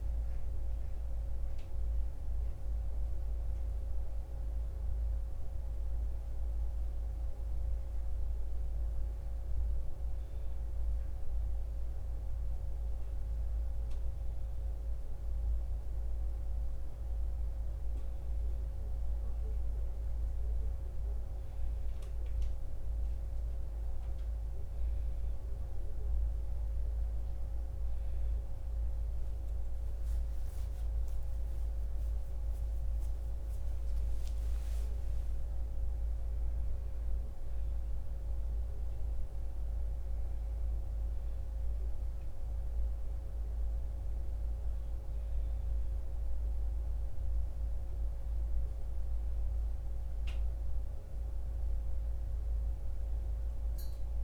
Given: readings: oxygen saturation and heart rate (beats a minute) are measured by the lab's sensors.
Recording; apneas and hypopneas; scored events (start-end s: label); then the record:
a person awake in a sleep study, hard to hear, by a room microphone; none
none scored
From the record:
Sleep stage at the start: awake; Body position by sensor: on the right side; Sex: male